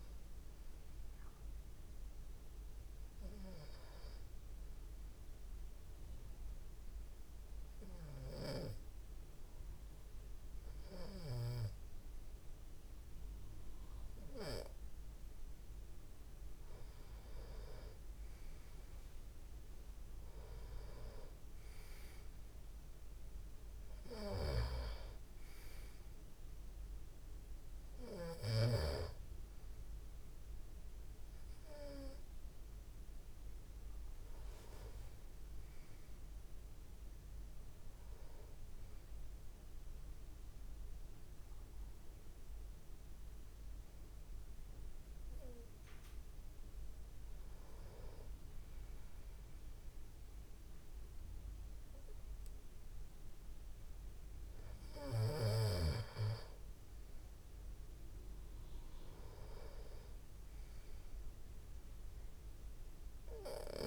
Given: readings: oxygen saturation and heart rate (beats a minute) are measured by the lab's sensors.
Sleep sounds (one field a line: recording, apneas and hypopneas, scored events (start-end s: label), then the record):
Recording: breathing in sleep by a room microphone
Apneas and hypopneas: 2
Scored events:
4.50-15.50 s: obstructive apnea (oxygen 94% before, 90% lowest)
23.00-27.00 s: arousal
24.00-28.50 s: snoring (device-marked)
24.50-39.50 s: oxygen desaturation (device-marked, oxygen 93% before, 90% lowest)
40.50-54.00 s: hypopnea (oxygen 94% before, 92% lowest)
56.50-61.00 s: arousal
60.50-63.87 s: oxygen desaturation (device-marked, oxygen 95% before, 92% lowest)
From the record:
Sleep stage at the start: N2 (light sleep)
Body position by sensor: on the back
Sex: male